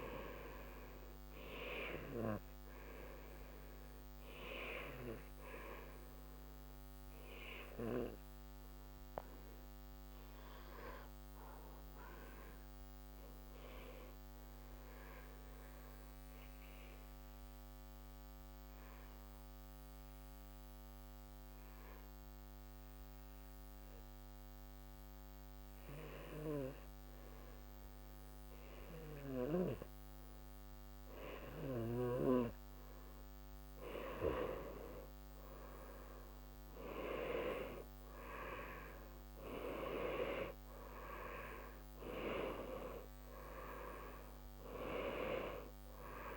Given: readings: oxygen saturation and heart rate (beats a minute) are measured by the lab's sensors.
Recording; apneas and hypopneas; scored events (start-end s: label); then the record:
breathing in sleep by a microphone on the trachea; 1
0.00-16.50 s: oxygen desaturation (device-marked, oxygen 89% lowest, heart rate 60 extreme)
5.50-31.50 s: obstructive apnea (oxygen 94% before, 89% lowest, heart rate 63 before, 60 extreme, up 2 after)
33.50-37.50 s: arousal
37.50-46.37 s: oxygen desaturation (device-marked, oxygen 94% before, 89% lowest, heart rate 63 before, 61 extreme)
From the record:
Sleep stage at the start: N2 (light sleep); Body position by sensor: on the right side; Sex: male